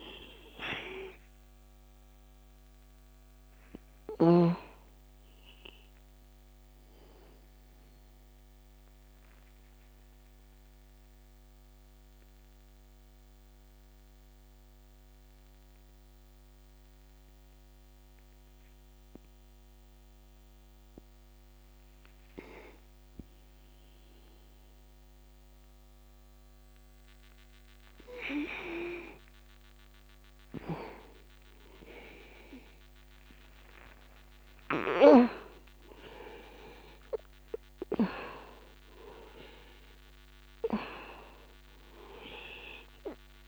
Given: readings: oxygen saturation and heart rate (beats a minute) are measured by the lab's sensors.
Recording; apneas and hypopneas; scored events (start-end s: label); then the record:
breathing in sleep by a microphone on the trachea; 1
0.00-3.00 s: oxygen desaturation (device-marked, oxygen 92% lowest, heart rate 64 extreme)
2.00-6.50 s: arousal
9.00-29.00 s: mixed apnea (oxygen 95% before, 88% lowest, heart rate 65 before, 46 extreme, up 2 after)
31.00-35.50 s: arousal
36.00-43.48 s: oxygen desaturation (device-marked, oxygen 96% before, 88% lowest, heart rate 67 before, 46 extreme)
From the record:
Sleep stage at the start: N2 (light sleep); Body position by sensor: on the back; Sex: male